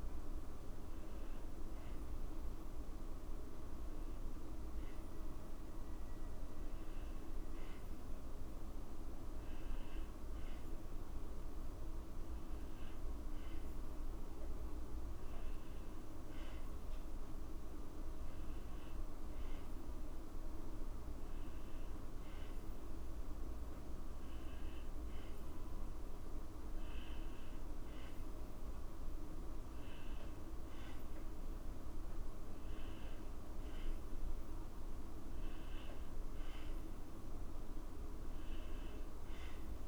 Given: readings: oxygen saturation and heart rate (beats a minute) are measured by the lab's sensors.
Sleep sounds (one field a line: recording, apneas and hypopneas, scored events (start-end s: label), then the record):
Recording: a person awake in a sleep study, hard to hear, by a room microphone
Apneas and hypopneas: none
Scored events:
none scored
From the record:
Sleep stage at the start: awake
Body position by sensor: on the back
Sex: female